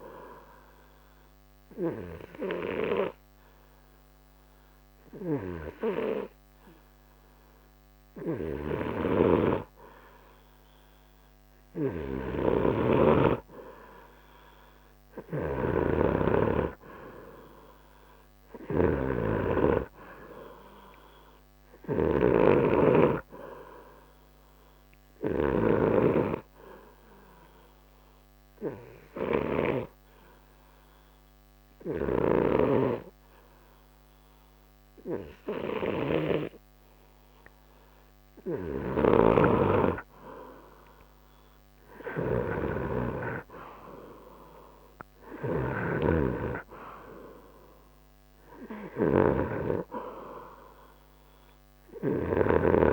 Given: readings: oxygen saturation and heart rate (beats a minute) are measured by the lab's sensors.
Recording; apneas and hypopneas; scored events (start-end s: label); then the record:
breathing in sleep by a microphone on the trachea; 2
0.50-10.50 s: oxygen desaturation (device-marked, oxygen 95% before, 89% lowest, heart rate 53 before, 29 extreme)
2.00-12.00 s: hypopnea (oxygen 96% before, 88% lowest, heart rate 55 before, 29 extreme, up 59 after)
8.50-30.00 s: snoring (device-marked)
14.00-17.50 s: arousal
21.50-36.50 s: oxygen desaturation (device-marked, oxygen 93% before, 89% lowest, heart rate 73 before, 28 extreme)
27.50-38.50 s: hypopnea (oxygen 94% before, 87% lowest, heart rate 72 before, 28 extreme)
32.00-36.50 s: snoring (device-marked)
38.50-52.93 s: snoring (device-marked)
40.00-44.50 s: arousal
47.50-52.93 s: oxygen desaturation (device-marked, oxygen 93% before, 88% lowest, heart rate 81 before, 28 extreme)
From the record:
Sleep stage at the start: N2 (light sleep); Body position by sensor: on the back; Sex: male